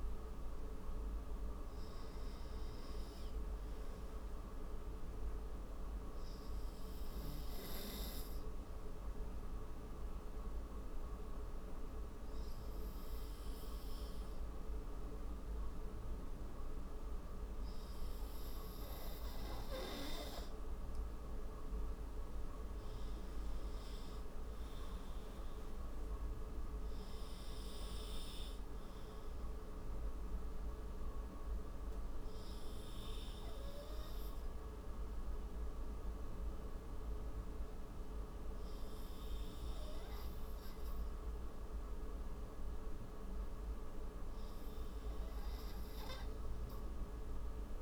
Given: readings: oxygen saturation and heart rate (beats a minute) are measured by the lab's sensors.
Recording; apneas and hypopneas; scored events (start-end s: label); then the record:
breathing in sleep, hard to hear, by a room microphone; none
none scored
From the record:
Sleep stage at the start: N2 (light sleep); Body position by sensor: on the right side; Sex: male